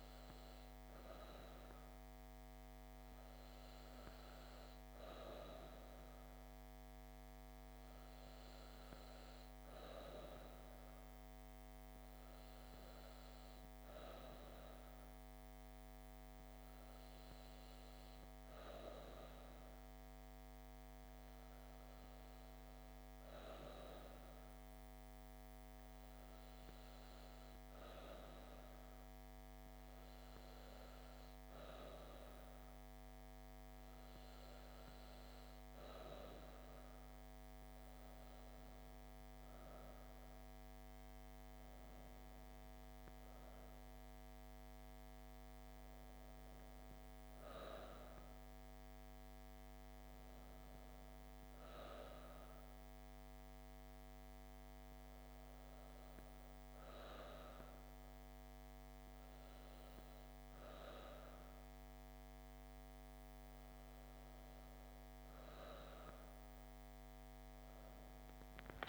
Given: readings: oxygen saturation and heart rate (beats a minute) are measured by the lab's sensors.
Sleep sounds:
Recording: breathing in sleep by a microphone on the trachea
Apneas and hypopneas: none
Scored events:
none scored
From the record:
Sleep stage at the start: N2 (light sleep)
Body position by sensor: on the back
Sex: female

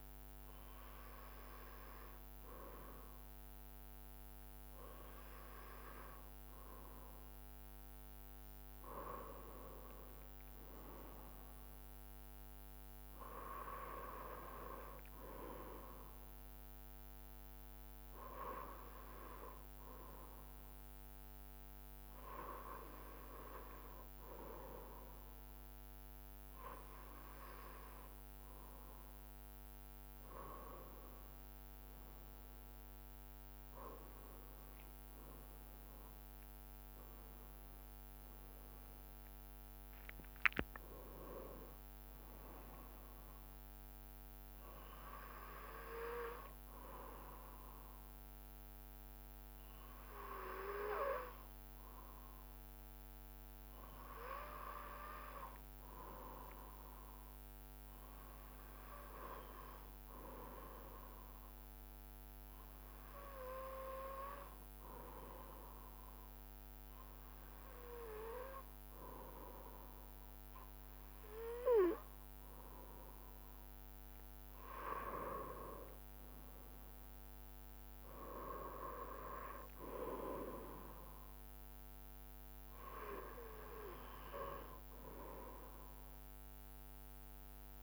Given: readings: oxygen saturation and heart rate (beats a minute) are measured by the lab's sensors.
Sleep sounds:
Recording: breathing in sleep by a microphone on the trachea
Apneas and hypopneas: 2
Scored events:
16.00-29.50 s: hypopnea (oxygen 96% before, 94% lowest, heart rate 74 before, 72 extreme, up 4 after)
31.50-36.50 s: arousal
48.50-70.50 s: hypopnea (oxygen 95% before, 94% lowest, heart rate 79 before, 68 extreme, up 5 after)
71.50-74.50 s: arousal
From the record:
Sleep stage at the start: N2 (light sleep)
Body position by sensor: on the right side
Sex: male

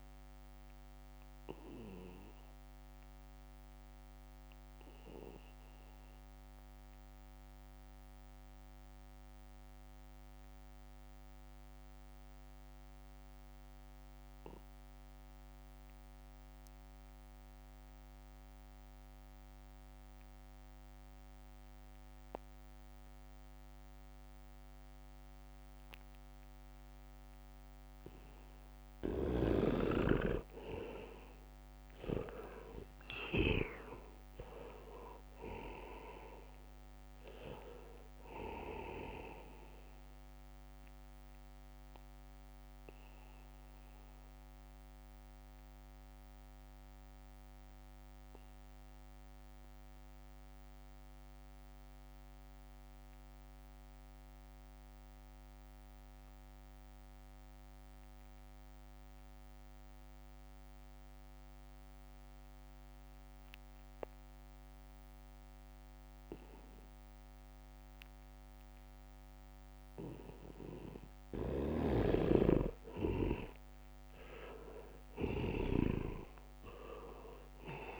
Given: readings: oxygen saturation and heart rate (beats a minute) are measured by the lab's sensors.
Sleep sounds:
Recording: breathing in sleep by a microphone on the trachea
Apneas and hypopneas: 2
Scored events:
0.00-17.00 s: oxygen desaturation (device-marked, oxygen 80% lowest, heart rate 67 extreme)
1.00-29.50 s: obstructive apnea (oxygen 99% before, 79% lowest, heart rate 69 before, 67 extreme, up 4 after)
28.00-58.00 s: oxygen desaturation (device-marked, oxygen 99% before, 79% lowest, heart rate 72 before, 64 extreme)
29.50-34.00 s: leg movement (device-marked)
33.50-37.50 s: arousal
34.50-36.50 s: leg movement (device-marked)
37.50-43.00 s: leg movement (device-marked)
42.00-71.50 s: mixed apnea (oxygen 99% before, 79% lowest, heart rate 69 before, 64 extreme, up 3 after)
62.50-65.00 s: leg movement (device-marked)
67.00-78.00 s: oxygen desaturation (device-marked, oxygen 99% before, 79% lowest, heart rate 73 before, 64 extreme)
68.00-69.50 s: leg movement (device-marked)
71.50-76.00 s: snoring (device-marked)
72.00-78.00 s: leg movement (device-marked)
73.50-77.50 s: arousal
From the record:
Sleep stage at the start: N2 (light sleep)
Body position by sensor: on the back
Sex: male

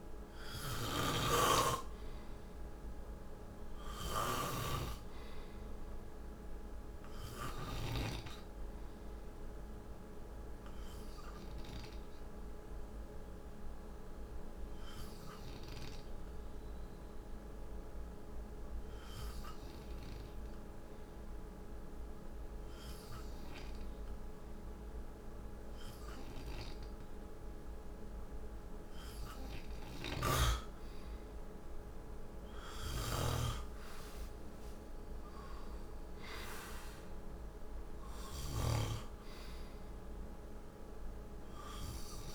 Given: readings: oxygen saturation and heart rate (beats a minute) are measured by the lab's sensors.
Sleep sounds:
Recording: breathing in sleep by a room microphone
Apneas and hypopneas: 1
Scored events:
0.00-4.00 s: snoring (device-marked)
4.50-20.50 s: oxygen desaturation (device-marked, oxygen 98% before, 92% lowest, heart rate 56 before, 53 extreme)
10.50-27.50 s: hypopnea (oxygen 98% before, 92% lowest, heart rate 57 before, 50 extreme, up 12 after)
31.00-36.00 s: arousal
32.00-38.00 s: snoring (device-marked)
From the record:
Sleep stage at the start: N2 (light sleep)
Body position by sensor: on the right side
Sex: male

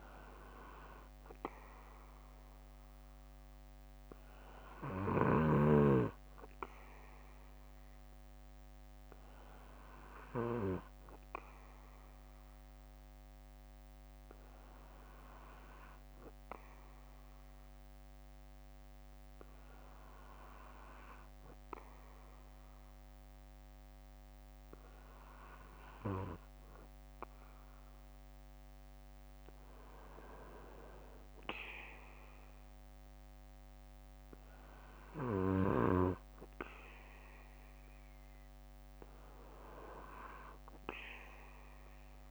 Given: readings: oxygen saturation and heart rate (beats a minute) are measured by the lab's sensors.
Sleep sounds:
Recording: breathing in sleep by a microphone on the trachea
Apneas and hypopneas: 1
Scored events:
3.00-5.00 s: bradycardia (device-marked, heart rate 63 before, 60 extreme)
9.00-14.00 s: bradycardia (device-marked, heart rate 63 before, 59 extreme)
15.00-27.00 s: bradycardia (device-marked, heart rate 63 before, 54 extreme)
17.50-28.50 s: hypopnea (oxygen 96% before, 94% lowest, heart rate 60 before, 54 extreme, up 7 after)
31.00-34.50 s: arousal
41.00-42.31 s: bradycardia (device-marked, heart rate 61 before, 60 extreme)
From the record:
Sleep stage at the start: N2 (light sleep)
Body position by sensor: on the back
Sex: male

